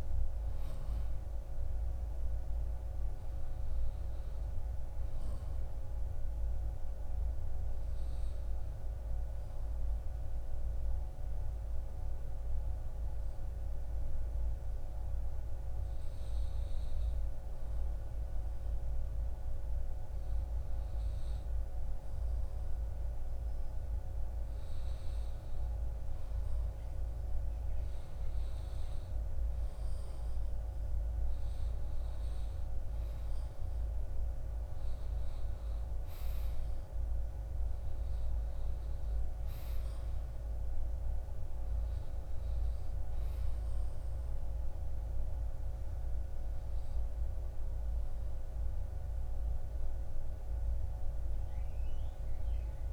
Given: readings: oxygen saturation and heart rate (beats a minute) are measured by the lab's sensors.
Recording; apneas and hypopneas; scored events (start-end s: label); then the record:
breathing in sleep, hard to hear, by a room microphone; 1
7.00-20.50 s: hypopnea (oxygen 96% before, 91% lowest, heart rate 59 before, 60 extreme, up 4 after)
24.00-28.00 s: arousal
From the record:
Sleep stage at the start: N2 (light sleep); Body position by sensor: on the back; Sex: male